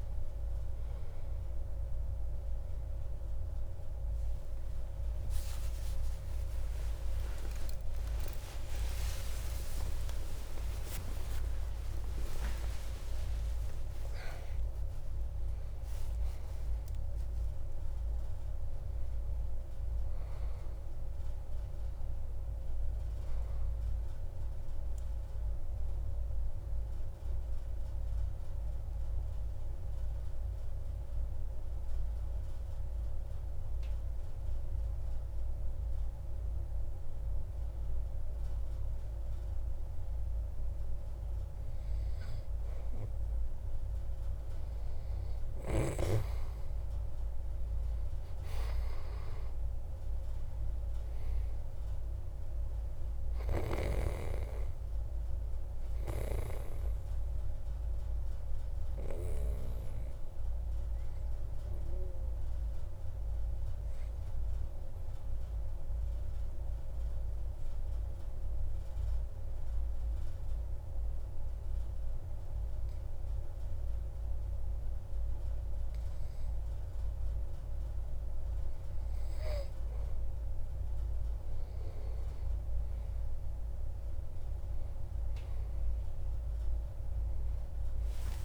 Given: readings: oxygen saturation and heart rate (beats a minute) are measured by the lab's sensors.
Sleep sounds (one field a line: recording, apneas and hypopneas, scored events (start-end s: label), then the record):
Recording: a person partly awake in a sleep study, by a room microphone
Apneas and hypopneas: 2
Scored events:
23.00-88.45 s: new sleep stage, N2 (light sleep)
27.00-41.50 s: mixed apnea (oxygen 94% before, 92% lowest)
44.00-48.00 s: arousal
49.00-74.00 s: oxygen desaturation (device-marked, oxygen 97% before, 92% lowest)
59.00-79.00 s: obstructive apnea (oxygen 97% before, 92% lowest)
86.00-88.45 s: oxygen desaturation (device-marked, oxygen 97% before, 93% lowest)
From the record:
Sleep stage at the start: awake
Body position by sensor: on the back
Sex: male